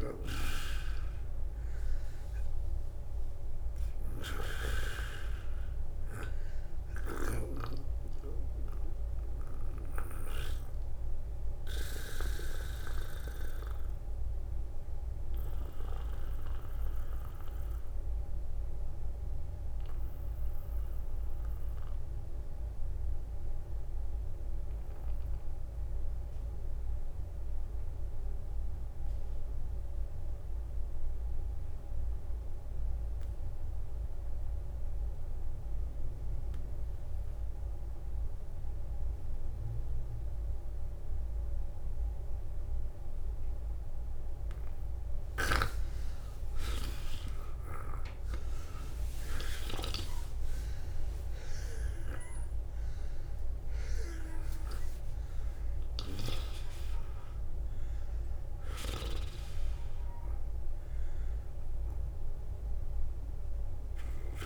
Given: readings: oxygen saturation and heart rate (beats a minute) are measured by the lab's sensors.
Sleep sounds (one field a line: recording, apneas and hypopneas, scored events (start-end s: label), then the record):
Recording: breathing in sleep by a room microphone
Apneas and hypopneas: 1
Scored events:
0.00-2.00 s: oxygen desaturation (device-marked, oxygen 93% lowest, heart rate 50 extreme)
3.50-5.50 s: long interval between heartbeats (device-marked, heart rate 59 before, 59 extreme)
3.50-6.00 s: arousal
7.00-23.00 s: oxygen desaturation (device-marked, oxygen 94% before, 82% lowest, heart rate 60 before, 41 extreme)
10.00-44.50 s: obstructive apnea (oxygen 94% before, 82% lowest, heart rate 60 before, 41 extreme, up 17 after)
13.00-64.46 s: new sleep stage, N2 (light sleep)
20.00-22.00 s: long interval between heartbeats (device-marked, heart rate 61 before, 58 extreme)
24.50-26.50 s: long interval between heartbeats (device-marked, heart rate 61 before, 60 extreme)
38.50-40.50 s: long interval between heartbeats (device-marked, heart rate 52 before, 53 extreme)
46.00-51.50 s: arousal
46.00-60.00 s: oxygen desaturation (device-marked, oxygen 96% before, 92% lowest, heart rate 49 before, 53 extreme)
From the record:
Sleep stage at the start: N1 (lightest sleep)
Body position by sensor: on the back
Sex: male